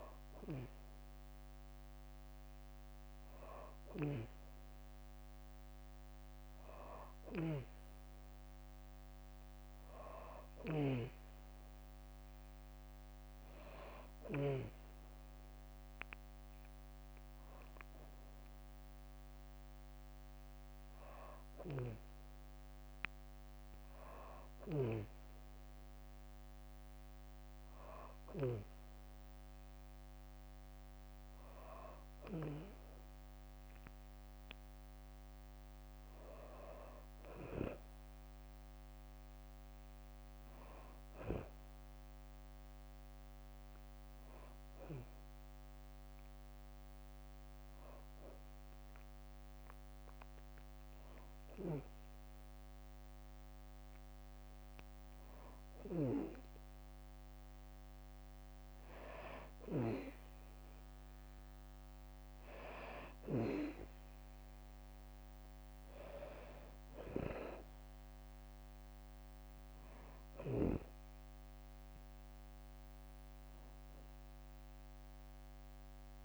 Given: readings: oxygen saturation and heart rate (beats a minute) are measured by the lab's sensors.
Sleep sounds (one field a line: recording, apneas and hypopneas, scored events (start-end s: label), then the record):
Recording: breathing in sleep by a microphone on the trachea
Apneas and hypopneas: none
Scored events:
0.00-1.50 s: oxygen desaturation (device-marked, oxygen 93% lowest, heart rate 65 extreme)
29.50-38.50 s: tachycardia (device-marked, heart rate 75 before, 176 extreme)
32.50-34.50 s: long interval between heartbeats (device-marked, heart rate 70 before, 113 extreme)
33.50-43.50 s: drop in pulse transit time (device-marked, heart rate 72 before, 69 extreme)
35.00-37.00 s: long interval between heartbeats (device-marked, heart rate 75 before, 154 extreme)
37.50-39.50 s: long interval between heartbeats (device-marked, heart rate 89 before, 145 extreme)
40.50-42.50 s: bradycardia (device-marked, heart rate 76 before, 95 extreme)
From the record:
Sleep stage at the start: N2 (light sleep)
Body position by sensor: on the back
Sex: female